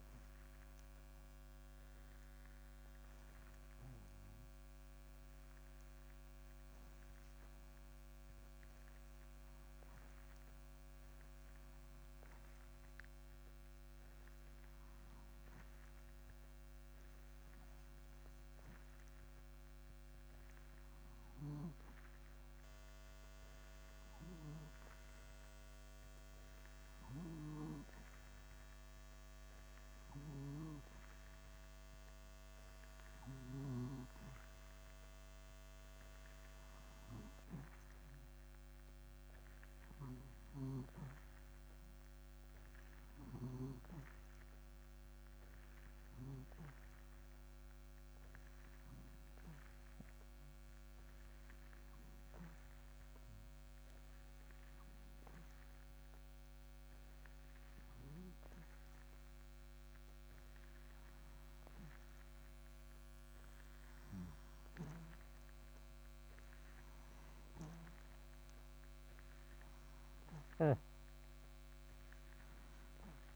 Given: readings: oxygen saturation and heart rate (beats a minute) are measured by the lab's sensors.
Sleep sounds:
breathing in sleep by a microphone on the trachea; 2
0.50-27.50 s: oxygen desaturation (device-marked, oxygen 96% before, 89% lowest, heart rate 95 before, 60 extreme)
0.50-35.00 s: hypopnea (oxygen 96% before, 89% lowest, heart rate 95 before, 60 extreme)
38.50-41.50 s: arousal
43.50-70.50 s: oxygen desaturation (device-marked, oxygen 96% before, 91% lowest, heart rate 67 before, 58 extreme)
47.00-61.00 s: hypopnea (oxygen 97% before, 90% lowest, heart rate 82 before, 59 extreme, up 4 after)
65.00-68.00 s: arousal
From the record:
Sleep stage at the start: N2 (light sleep); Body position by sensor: on the back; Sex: male

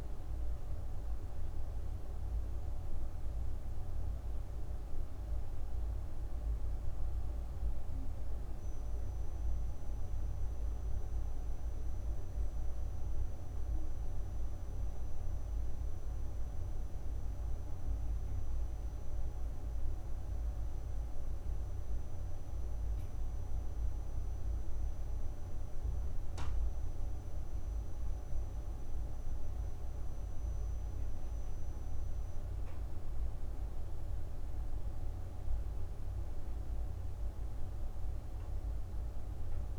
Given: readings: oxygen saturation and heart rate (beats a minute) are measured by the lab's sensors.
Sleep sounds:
breathing in sleep, hard to hear, by a room microphone; none
none scored
From the record:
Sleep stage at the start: N2 (light sleep); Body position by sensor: on the right side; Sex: female

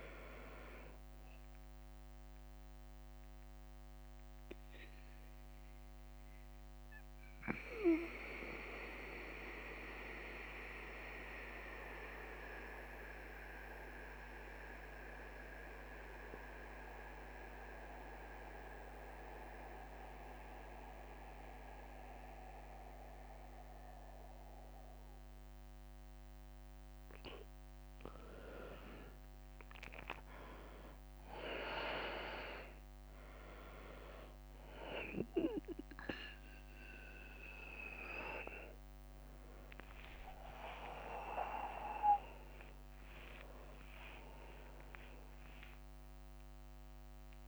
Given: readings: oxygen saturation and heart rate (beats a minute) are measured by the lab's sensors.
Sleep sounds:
breathing in sleep by a microphone on the trachea; 1
2.50-27.50 s: central apnea (oxygen 98% before, 89% lowest, heart rate 60 before, 55 extreme, up 9 after)
4.00-14.00 s: bradycardia (device-marked, heart rate 67 before, 55 extreme)
4.00-18.00 s: drop in pulse transit time (device-marked, heart rate 61 before, 55 extreme)
4.00-24.00 s: oxygen desaturation (device-marked, oxygen 98% before, 89% lowest, heart rate 61 before, 55 extreme)
18.00-25.00 s: bradycardia (device-marked, heart rate 67 before, 59 extreme)
29.50-32.50 s: arousal
31.00-33.50 s: leg movement (device-marked)
36.00-47.48 s: oxygen desaturation (device-marked, oxygen 98% before, 93% lowest, heart rate 62 before, 59 extreme)
From the record:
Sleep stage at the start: N2 (light sleep); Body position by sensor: on the right side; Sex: male

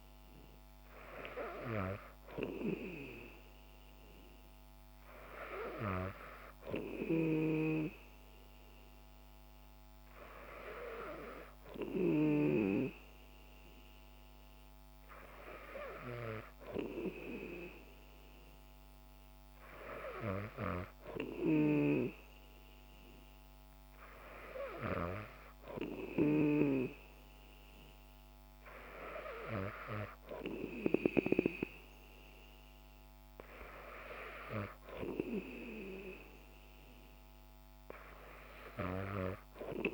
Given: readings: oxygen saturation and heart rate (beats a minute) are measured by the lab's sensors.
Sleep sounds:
breathing in sleep by a microphone on the trachea; none
none scored
From the record:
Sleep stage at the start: N2 (light sleep); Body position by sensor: on the back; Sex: female

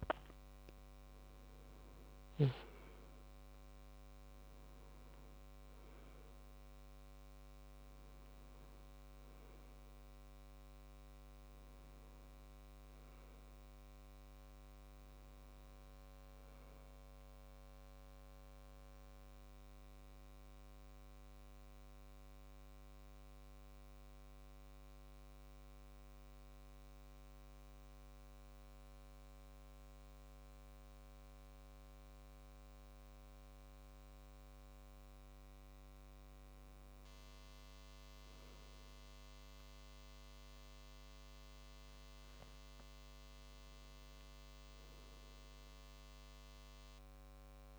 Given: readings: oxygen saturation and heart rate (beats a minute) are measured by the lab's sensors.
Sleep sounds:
breathing in sleep, hard to hear, by a microphone on the trachea; 1
0.00-1.50 s: arousal
0.00-14.50 s: oxygen desaturation (device-marked, oxygen 89% lowest, heart rate 66 extreme)
21.00-36.00 s: mixed apnea (oxygen 96% before, 91% lowest, heart rate 76 before, 66 extreme, up 6 after)
38.00-41.50 s: arousal
From the record:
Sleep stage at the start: N2 (light sleep); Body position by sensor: on the back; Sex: male

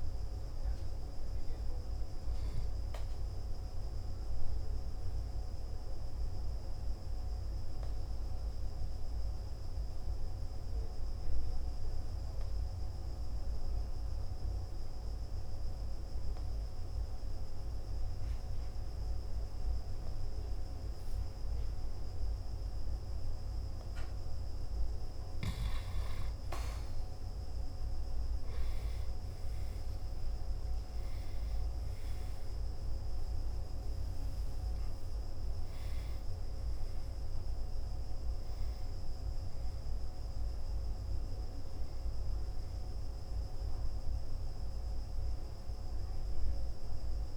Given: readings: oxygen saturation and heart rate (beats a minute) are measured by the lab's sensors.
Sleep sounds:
breathing in sleep, hard to hear, by a room microphone; 1
0.00-18.00 s: oxygen desaturation (device-marked, oxygen 90% lowest, heart rate 51 extreme)
5.50-23.50 s: obstructive apnea (oxygen 97% before, 90% lowest, heart rate 56 before, 51 extreme, up 0 after)
27.00-31.00 s: arousal
32.00-47.37 s: oxygen desaturation (device-marked, oxygen 98% before, 93% lowest, heart rate 55 before, 53 extreme)
From the record:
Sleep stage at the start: N2 (light sleep); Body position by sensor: on the back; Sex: male

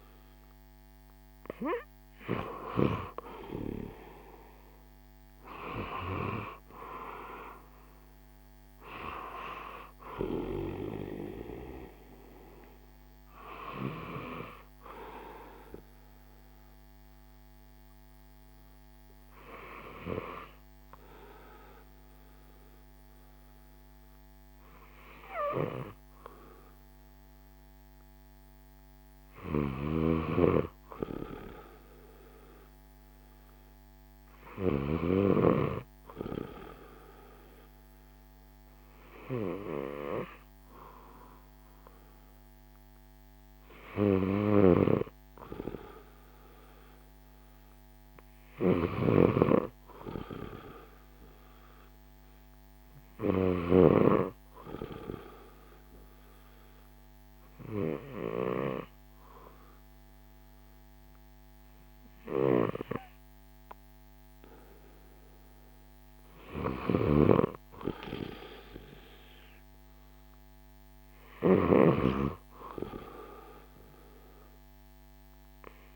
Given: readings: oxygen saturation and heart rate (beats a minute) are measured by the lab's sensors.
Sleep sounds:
breathing in sleep by a microphone on the trachea; 2
3.00-17.00 s: drop in pulse transit time (device-marked, heart rate 61 before, 61 extreme)
5.50-10.00 s: arousal
14.50-27.00 s: hypopnea (oxygen 95% before, 92% lowest, heart rate 65 before, 59 extreme, up 4 after)
29.00-32.50 s: arousal
29.50-35.00 s: snoring (device-marked)
44.00-53.50 s: snoring (device-marked)
55.00-66.00 s: obstructive apnea (oxygen 97% before, 92% lowest, heart rate 63 before, 59 extreme, up 2 after)
66.50-71.50 s: snoring (device-marked)
68.00-71.50 s: arousal
From the record:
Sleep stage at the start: N2 (light sleep); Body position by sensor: on the left side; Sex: male

